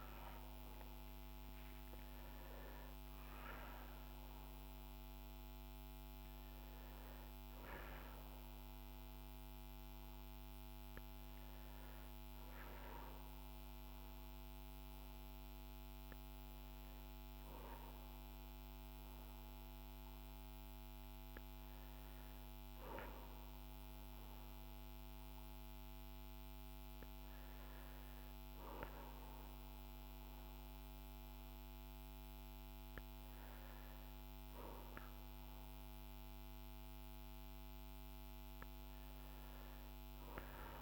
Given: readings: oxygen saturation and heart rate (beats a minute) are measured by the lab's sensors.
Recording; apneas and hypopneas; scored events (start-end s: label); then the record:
a person partly awake in a sleep study, hard to hear, by a microphone on the trachea; none
12.00-40.82 s: new sleep stage, N1 (lightest sleep)
From the record:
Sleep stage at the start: awake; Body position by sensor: on the back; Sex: male